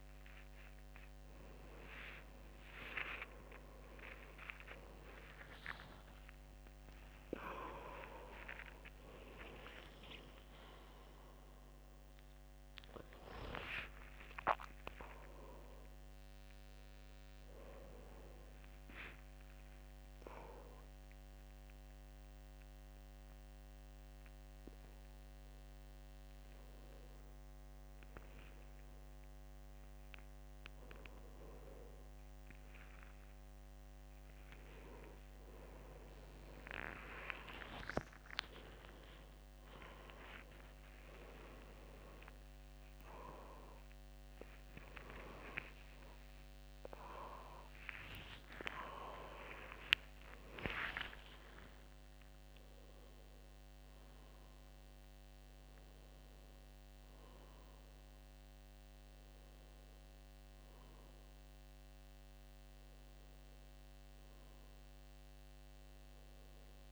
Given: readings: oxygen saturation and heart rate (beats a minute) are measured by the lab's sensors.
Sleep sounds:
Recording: a person awake in a sleep study, by a microphone on the trachea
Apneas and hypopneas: none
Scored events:
7.00-28.00 s: oxygen desaturation (device-marked, oxygen 99% before, 94% lowest, heart rate 79 before, 71 extreme)
41.00-66.92 s: new sleep stage, N1 (lightest sleep)
From the record:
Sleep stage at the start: awake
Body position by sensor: on the back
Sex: male

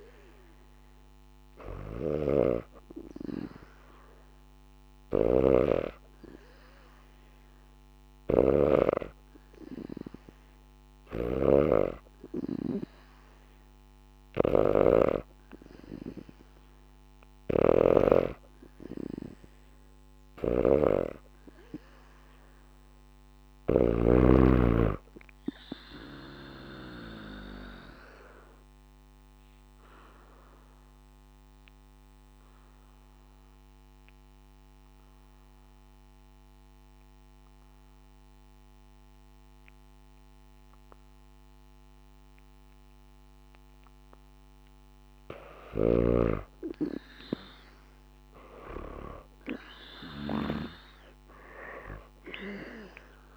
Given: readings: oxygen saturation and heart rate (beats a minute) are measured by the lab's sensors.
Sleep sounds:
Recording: breathing in sleep by a microphone on the trachea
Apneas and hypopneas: 1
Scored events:
0.00-5.00 s: oxygen desaturation (device-marked, oxygen 93% lowest, heart rate 73 extreme)
1.50-8.50 s: snoring (device-marked)
10.50-23.50 s: snoring (device-marked)
27.00-45.00 s: obstructive apnea (oxygen 94% before, 80% lowest, heart rate 75 before, 70 extreme, up 1 after)
47.00-49.50 s: arousal
From the record:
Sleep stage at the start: N2 (light sleep)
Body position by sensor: on the back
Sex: female

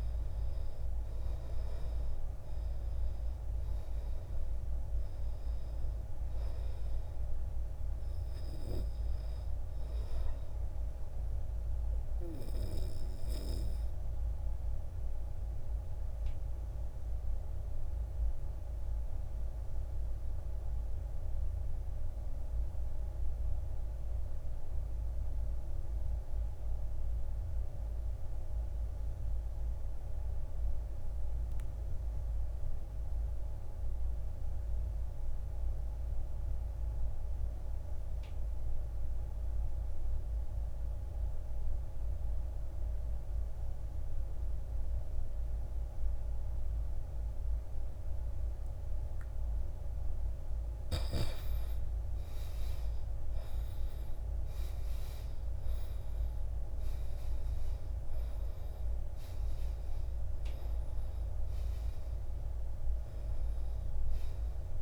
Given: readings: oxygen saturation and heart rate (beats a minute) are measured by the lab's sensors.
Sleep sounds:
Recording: breathing in sleep, hard to hear, by a room microphone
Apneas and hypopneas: 1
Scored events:
0.00-25.00 s: oxygen desaturation (device-marked, oxygen 79% lowest, heart rate 55 extreme)
14.50-49.50 s: obstructive apnea (oxygen 97% before, 74% lowest, heart rate 67 before, 56 extreme, up 11 after)
44.00-64.82 s: oxygen desaturation (device-marked, oxygen 97% before, 74% lowest, heart rate 60 before, 53 extreme)
52.50-56.50 s: arousal
From the record:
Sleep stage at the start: N2 (light sleep)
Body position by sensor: on the back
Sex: male

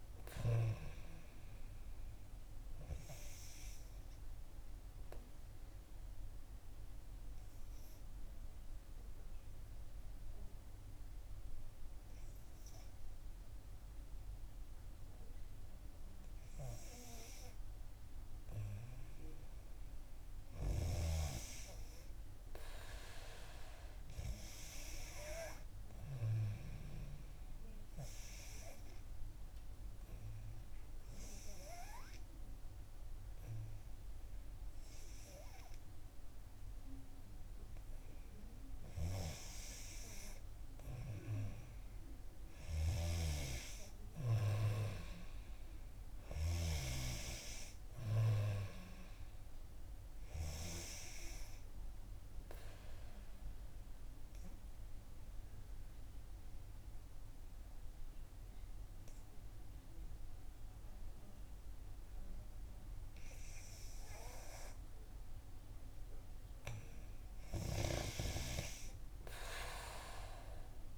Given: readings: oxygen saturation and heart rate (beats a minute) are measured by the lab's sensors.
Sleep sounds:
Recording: breathing in sleep by a room microphone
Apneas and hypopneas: 3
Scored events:
4.00-16.50 s: obstructive apnea (oxygen 93% before, 88% lowest, heart rate 65 before, 59 extreme, up 4 after)
17.50-21.00 s: arousal
24.50-37.50 s: oxygen desaturation (device-marked, oxygen 94% before, 91% lowest, heart rate 62 before, 61 extreme)
26.50-38.00 s: obstructive apnea (oxygen 94% before, 88% lowest, heart rate 62 before, 60 extreme, up 2 after)
40.00-43.00 s: arousal
44.50-64.50 s: oxygen desaturation (device-marked, oxygen 92% before, 88% lowest, heart rate 65 before, 59 extreme)
52.50-65.50 s: obstructive apnea (oxygen 94% before, 88% lowest, heart rate 65 before, 59 extreme, up 6 after)
66.50-70.98 s: arousal
From the record:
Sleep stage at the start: N3 (deep sleep)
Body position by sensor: on the back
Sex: female

